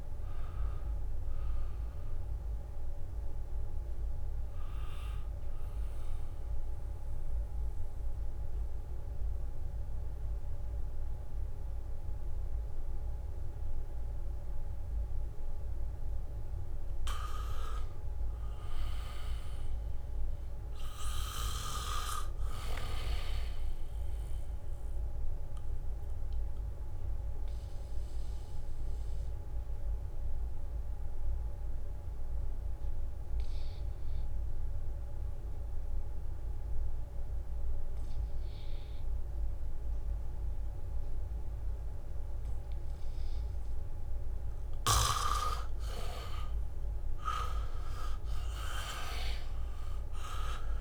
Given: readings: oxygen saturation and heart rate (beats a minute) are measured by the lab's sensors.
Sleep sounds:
breathing in sleep by a room microphone; 2
0.00-10.50 s: oxygen desaturation (device-marked, oxygen 79% lowest, heart rate 63 extreme)
6.50-17.00 s: central apnea (oxygen 87% before, 80% lowest, heart rate 82 before, 64 extreme, up 0 after)
19.00-22.50 s: arousal
20.50-23.50 s: leg movement (device-marked)
23.50-36.50 s: oxygen desaturation (device-marked, oxygen 99% before, 90% lowest, heart rate 72 before, 66 extreme)
28.00-45.00 s: obstructive apnea (oxygen 99% before, 83% lowest, heart rate 69 before, 66 extreme, up 0 after)
43.50-50.81 s: oxygen desaturation (device-marked, oxygen 97% before, 84% lowest, heart rate 68 before, 65 extreme)
44.00-46.50 s: leg movement (device-marked)
47.00-50.81 s: arousal
47.00-50.81 s: leg movement (device-marked)
From the record:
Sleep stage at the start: N2 (light sleep); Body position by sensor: on the back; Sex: male

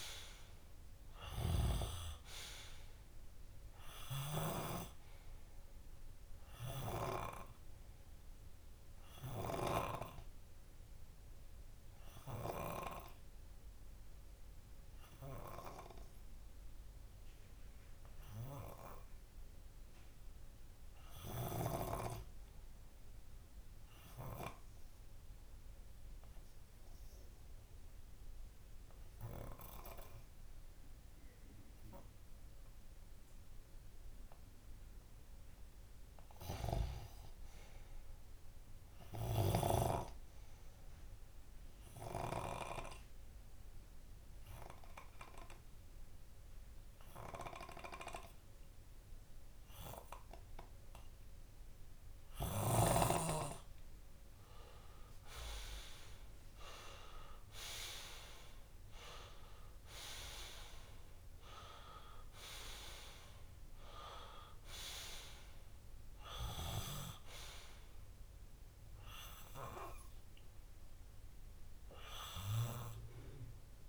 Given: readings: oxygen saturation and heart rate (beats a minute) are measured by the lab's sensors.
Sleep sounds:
breathing in sleep by a room microphone; 2
0.00-13.00 s: oxygen desaturation (device-marked, oxygen 93% lowest)
7.00-34.50 s: obstructive apnea (oxygen 98% before, 93% lowest)
8.00-73.89 s: new sleep stage, N2 (light sleep)
36.50-39.50 s: arousal
42.00-54.00 s: obstructive apnea (oxygen 98% before, 93% lowest)
46.00-70.00 s: oxygen desaturation (device-marked, oxygen 97% before, 93% lowest)
55.50-59.00 s: arousal
From the record:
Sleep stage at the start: REM sleep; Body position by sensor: on the left side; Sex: male

